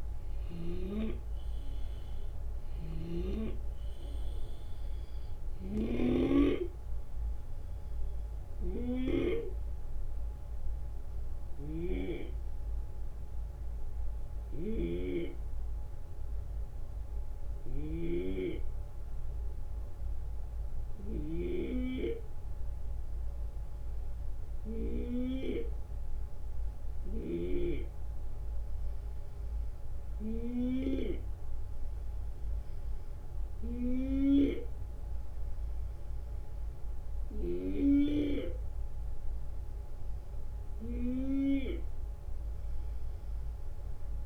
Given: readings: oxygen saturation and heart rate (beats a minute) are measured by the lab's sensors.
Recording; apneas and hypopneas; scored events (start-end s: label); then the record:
breathing in sleep by a room microphone; 1
0.00-9.50 s: drop in pulse transit time (device-marked, heart rate 72 extreme)
3.50-27.50 s: oxygen desaturation (device-marked, oxygen 92% before, 87% lowest, heart rate 74 before, 66 extreme)
5.00-27.00 s: snoring (device-marked)
8.00-25.50 s: hypopnea (oxygen 93% before, 87% lowest, heart rate 75 before, 66 extreme, up 8 after)
32.00-36.00 s: arousal
33.50-37.00 s: snoring (device-marked)
37.50 s: drop in pulse transit time (device-marked)
From the record:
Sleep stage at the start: N2 (light sleep); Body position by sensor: on the left side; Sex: male